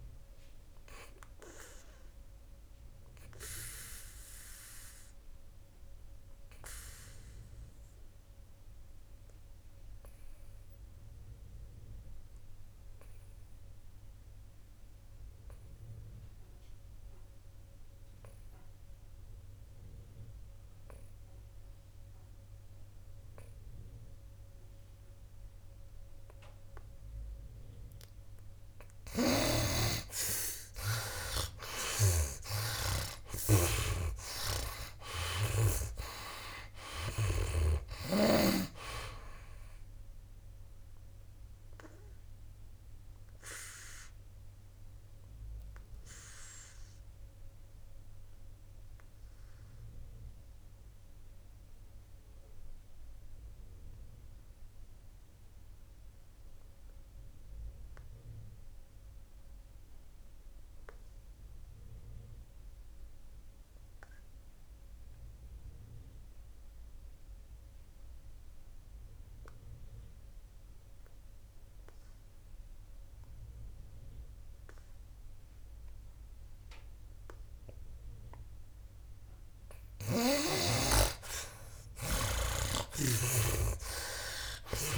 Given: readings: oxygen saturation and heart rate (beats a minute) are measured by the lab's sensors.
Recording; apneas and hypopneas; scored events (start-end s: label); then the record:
breathing in sleep by a room microphone; 2
0.00-27.00 s: oxygen desaturation (device-marked, oxygen 68% lowest, heart rate 58 extreme)
1.00-28.00 s: obstructive apnea (oxygen 96% before, 68% lowest, heart rate 67 before, 57 extreme, up 15 after)
29.00-63.00 s: oxygen desaturation (device-marked, oxygen 96% before, 69% lowest, heart rate 61 before, 57 extreme)
31.50-35.00 s: arousal
32.00-36.00 s: snoring (device-marked)
41.50-80.00 s: obstructive apnea (oxygen 96% before, 69% lowest, heart rate 67 before, 57 extreme, up 18 after)
69.00-84.98 s: oxygen desaturation (device-marked, oxygen 98% before, 69% lowest, heart rate 58 before, 57 extreme)
83.00-84.98 s: arousal
83.00-84.98 s: snoring (device-marked)
From the record:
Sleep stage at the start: N2 (light sleep); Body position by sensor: on the back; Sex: male